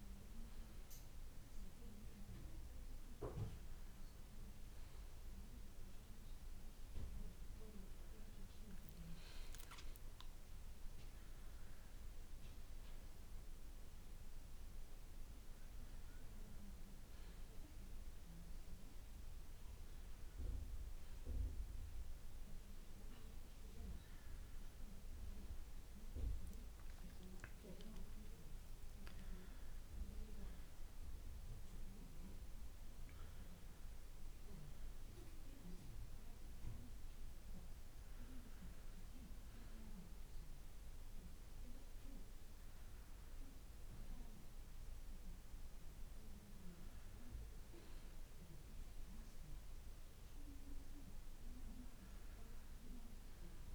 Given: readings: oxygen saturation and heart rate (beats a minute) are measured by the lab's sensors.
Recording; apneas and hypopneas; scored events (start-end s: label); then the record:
breathing in sleep, hard to hear, by a room microphone; none
0.00-16.00 s: oxygen desaturation (device-marked, oxygen 95% lowest, heart rate 66 extreme)
From the record:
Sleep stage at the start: N2 (light sleep); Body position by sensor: on the back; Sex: male